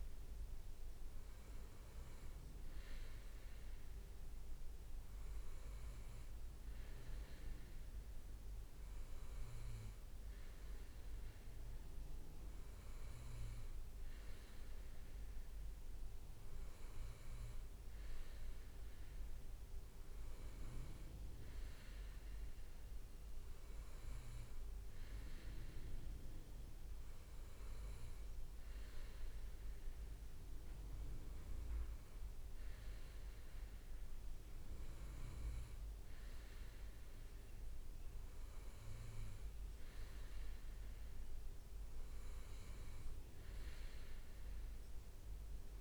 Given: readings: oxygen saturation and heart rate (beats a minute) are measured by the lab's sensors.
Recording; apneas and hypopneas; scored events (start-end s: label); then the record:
breathing in sleep, hard to hear, by a room microphone; none
0.00-8.50 s: leg movement (device-marked)
13.50-14.50 s: leg movement (device-marked)
27.00-35.00 s: leg movement (device-marked)
38.50-41.50 s: leg movement (device-marked)
From the record:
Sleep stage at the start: N2 (light sleep); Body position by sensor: on the right side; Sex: male